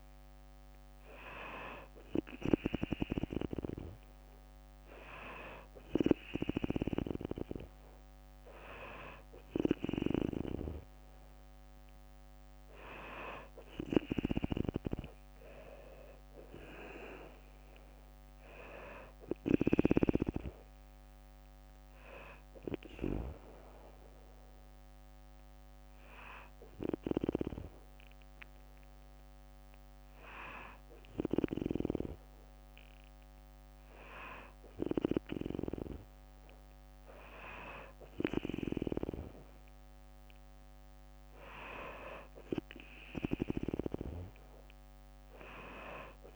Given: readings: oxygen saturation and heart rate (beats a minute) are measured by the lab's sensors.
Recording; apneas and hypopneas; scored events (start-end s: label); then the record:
breathing in sleep by a microphone on the trachea; none
15.50-19.00 s: arousal
From the record:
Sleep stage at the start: N2 (light sleep); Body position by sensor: on the back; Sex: female